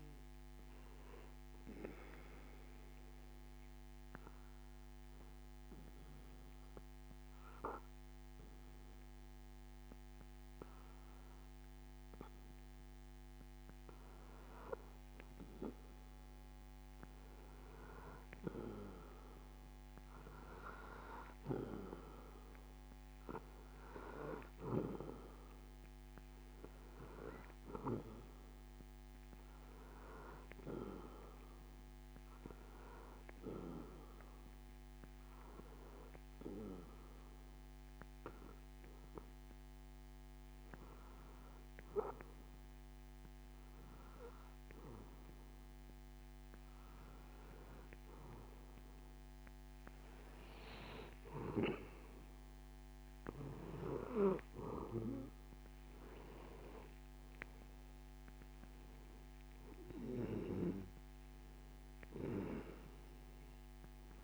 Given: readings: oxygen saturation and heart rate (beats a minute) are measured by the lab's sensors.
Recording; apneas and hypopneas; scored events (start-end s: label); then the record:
breathing in sleep by a microphone on the trachea; 2
1.50-13.50 s: obstructive apnea (oxygen 95% before, 91% lowest)
16.00-20.00 s: arousal
34.50-46.50 s: hypopnea (oxygen 95% before, 91% lowest)
49.50-53.00 s: arousal
From the record:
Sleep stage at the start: N2 (light sleep); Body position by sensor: on the back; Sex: male